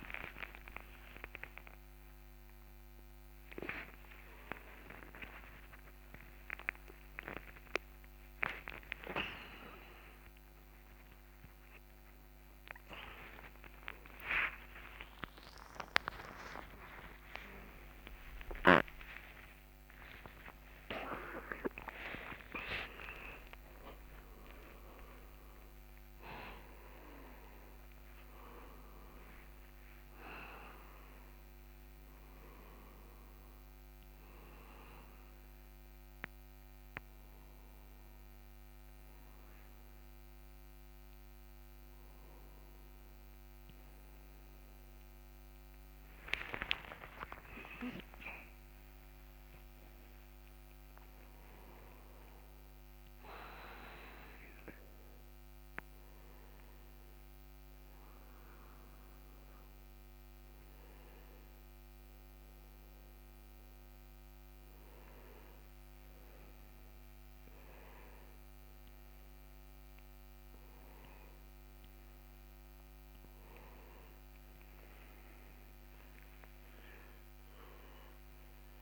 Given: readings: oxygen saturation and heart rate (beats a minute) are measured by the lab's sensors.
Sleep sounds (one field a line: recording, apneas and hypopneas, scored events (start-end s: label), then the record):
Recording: a person awake in a sleep study, by a microphone on the trachea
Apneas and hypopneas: none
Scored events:
2.00-78.82 s: new sleep stage, awake
From the record:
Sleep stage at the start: N2 (light sleep)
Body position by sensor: on the front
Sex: male